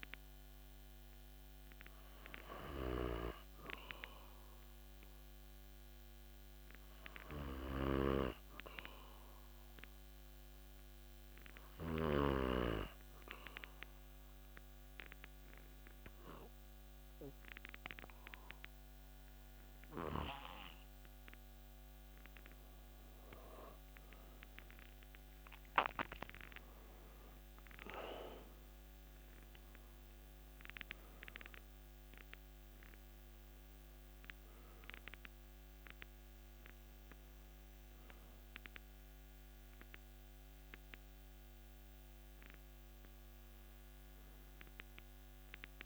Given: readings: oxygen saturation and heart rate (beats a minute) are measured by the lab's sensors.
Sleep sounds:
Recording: breathing in sleep by a microphone on the trachea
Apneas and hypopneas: 1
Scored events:
8.50-22.00 s: hypopnea (oxygen 96% before, 92% lowest)
23.50-27.50 s: arousal
From the record:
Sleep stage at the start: N2 (light sleep)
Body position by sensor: on the back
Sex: male

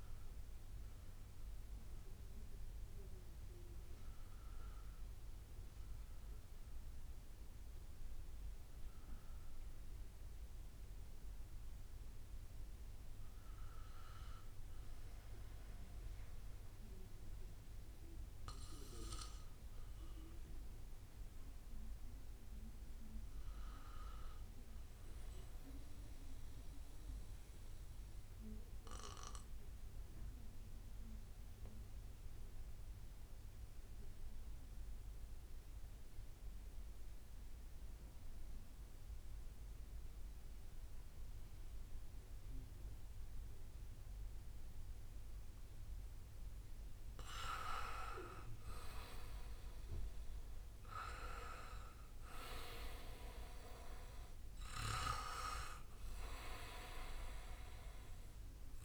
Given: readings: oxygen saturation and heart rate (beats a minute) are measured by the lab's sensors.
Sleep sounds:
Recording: breathing in sleep by a room microphone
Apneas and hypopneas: 1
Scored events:
0.00-5.50 s: oxygen desaturation (device-marked, oxygen 88% lowest, heart rate 59 extreme)
17.50-20.50 s: bradycardia (device-marked, heart rate 64 before, 60 extreme)
20.00-24.00 s: arousal
26.50-34.50 s: bradycardia (device-marked, heart rate 64 before, 58 extreme)
27.50-58.85 s: new sleep stage, N2 (light sleep)
28.50-48.00 s: obstructive apnea (oxygen 99% before, 90% lowest, heart rate 62 before, 56 extreme, up 7 after)
36.50-39.50 s: bradycardia (device-marked, heart rate 64 before, 59 extreme)
44.50-58.85 s: oxygen desaturation (device-marked, oxygen 97% before, 91% lowest, heart rate 60 before, 56 extreme)
51.00-55.50 s: arousal
From the record:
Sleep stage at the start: N1 (lightest sleep)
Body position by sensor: on the back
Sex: male

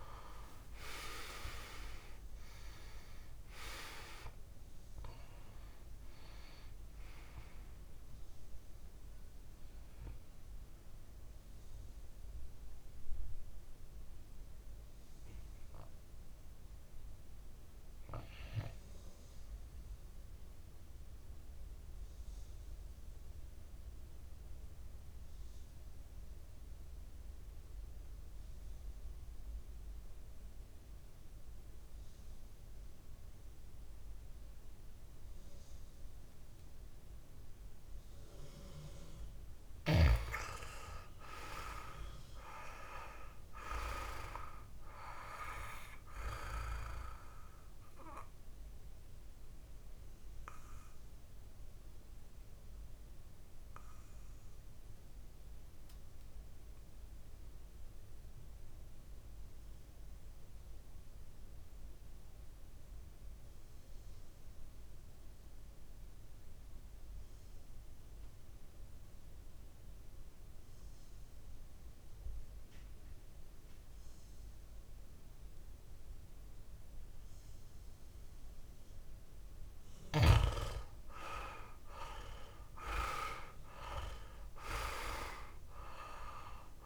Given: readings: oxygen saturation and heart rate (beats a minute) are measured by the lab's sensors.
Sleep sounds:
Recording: breathing in sleep by a room microphone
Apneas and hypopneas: 2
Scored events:
0.00-2.00 s: arousal
0.00-25.50 s: oxygen desaturation (device-marked, oxygen 86% lowest, heart rate 52 extreme)
10.00-38.50 s: mixed apnea (oxygen 99% before, 86% lowest, heart rate 75 before, 52 extreme, up 9 after)
40.00-43.00 s: arousal
40.50-63.50 s: oxygen desaturation (device-marked, oxygen 99% before, 89% lowest, heart rate 58 before, 58 extreme)
47.00-78.50 s: obstructive apnea (oxygen 100% before, 87% lowest, heart rate 60 before, 58 extreme, up 7 after)
79.50-86.86 s: oxygen desaturation (device-marked, oxygen 98% before, 87% lowest, heart rate 61 before, 53 extreme)
82.00-85.50 s: arousal
From the record:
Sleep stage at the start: N2 (light sleep)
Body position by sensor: on the back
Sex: male

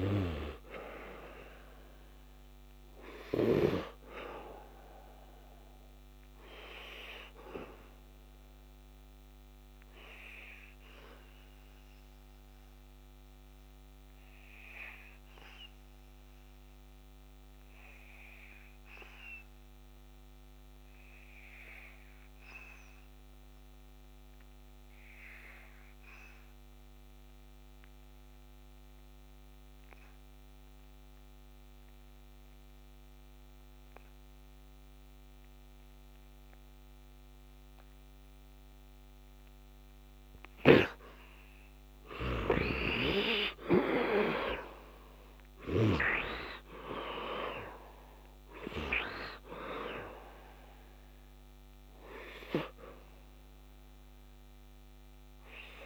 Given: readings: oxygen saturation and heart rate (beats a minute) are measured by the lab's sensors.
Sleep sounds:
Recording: breathing in sleep by a microphone on the trachea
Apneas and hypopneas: 1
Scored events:
0.00-19.00 s: oxygen desaturation (device-marked, oxygen 74% lowest, heart rate 65 extreme)
2.00-40.00 s: obstructive apnea (oxygen 100% before, 69% lowest, heart rate 75 before, 62 extreme, up 11 after)
26.00-55.86 s: oxygen desaturation (device-marked, oxygen 99% before, 69% lowest, heart rate 67 before, 62 extreme)
39.50-45.50 s: snoring (device-marked)
42.00-45.50 s: arousal
From the record:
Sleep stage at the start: N2 (light sleep)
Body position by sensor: on the back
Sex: male

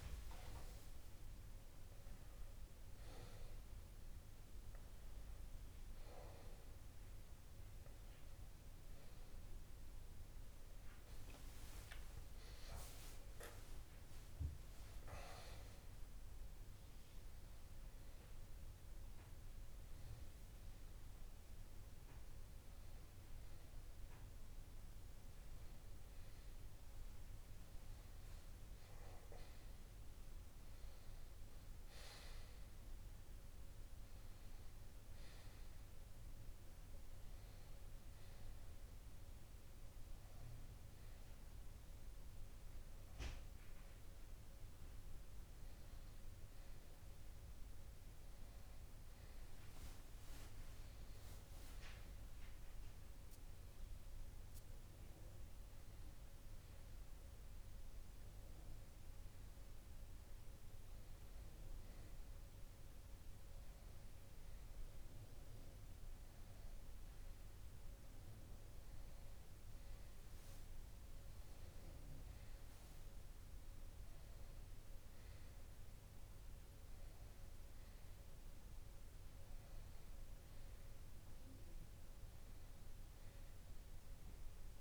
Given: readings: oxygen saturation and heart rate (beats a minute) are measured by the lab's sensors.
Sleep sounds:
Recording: a person partly awake in a sleep study, hard to hear, by a room microphone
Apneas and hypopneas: none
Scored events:
29.50-59.50 s: new sleep stage, N1 (lightest sleep)
57.00-59.00 s: long interval between heartbeats (device-marked)
59.50-84.81 s: new sleep stage, N2 (light sleep)
From the record:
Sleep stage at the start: awake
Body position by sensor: on the left side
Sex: male

